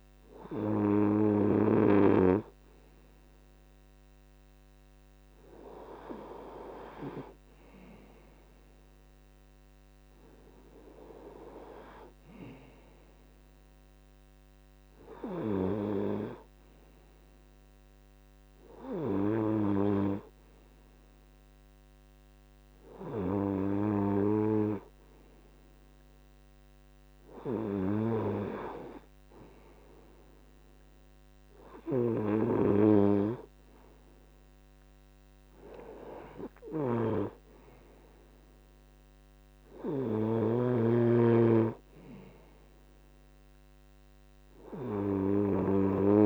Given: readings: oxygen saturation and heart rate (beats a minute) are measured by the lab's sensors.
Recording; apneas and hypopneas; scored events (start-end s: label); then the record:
breathing in sleep by a microphone on the trachea; none
36.00-40.00 s: snoring (device-marked)
From the record:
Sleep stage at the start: N2 (light sleep); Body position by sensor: on the right side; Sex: male